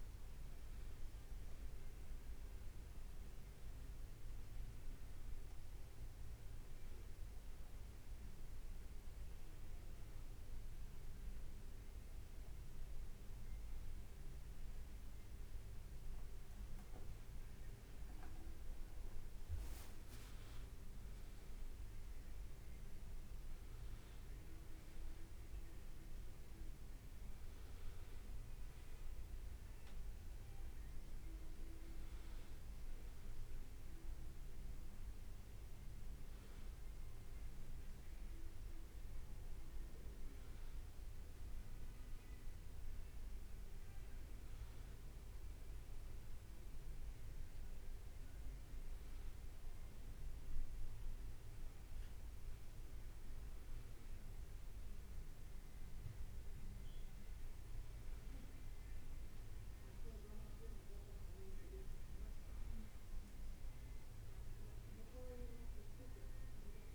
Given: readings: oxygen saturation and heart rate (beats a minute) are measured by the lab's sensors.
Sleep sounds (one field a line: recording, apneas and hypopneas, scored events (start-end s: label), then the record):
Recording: breathing in sleep, hard to hear, by a room microphone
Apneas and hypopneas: none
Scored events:
20.00-22.50 s: leg movement (device-marked)
27.50-30.00 s: leg movement (device-marked)
40.00-43.00 s: leg movement (device-marked)
From the record:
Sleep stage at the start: N2 (light sleep)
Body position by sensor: on the back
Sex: male